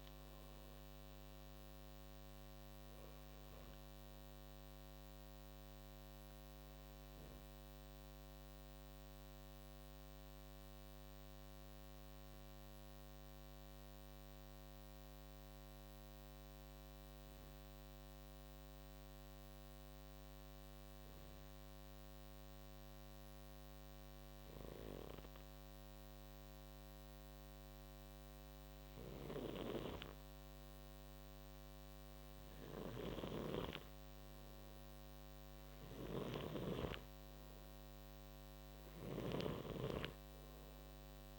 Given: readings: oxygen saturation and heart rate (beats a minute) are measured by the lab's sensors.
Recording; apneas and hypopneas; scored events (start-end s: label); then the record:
breathing in sleep by a microphone on the trachea; 1
0.00-22.00 s: oxygen desaturation (device-marked, oxygen 91% lowest, heart rate 53 extreme)
8.50-32.50 s: hypopnea (oxygen 98% before, 90% lowest, heart rate 68 before, 53 extreme, up 7 after)
29.00-41.38 s: snoring (device-marked)
33.50-38.50 s: arousal
34.00-41.38 s: oxygen desaturation (device-marked, oxygen 98% before, 91% lowest, heart rate 55 before, 51 extreme)
From the record:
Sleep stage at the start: N2 (light sleep); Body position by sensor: on the right side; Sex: male